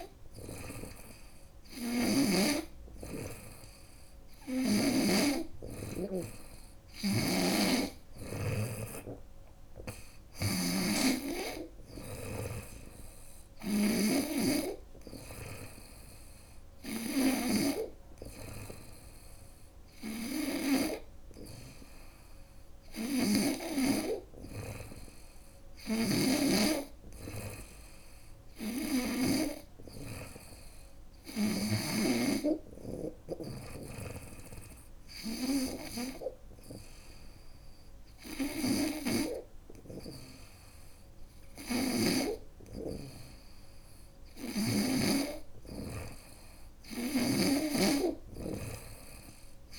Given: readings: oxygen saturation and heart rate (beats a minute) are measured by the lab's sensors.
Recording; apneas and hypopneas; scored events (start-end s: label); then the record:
breathing in sleep by a room microphone; none
1.00-4.50 s: snoring (device-marked)
6.50-23.00 s: snoring (device-marked)
25.00-29.00 s: snoring (device-marked)
38.00-41.50 s: snoring (device-marked)
43.50-47.00 s: snoring (device-marked)
From the record:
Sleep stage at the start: N2 (light sleep); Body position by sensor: on the front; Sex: female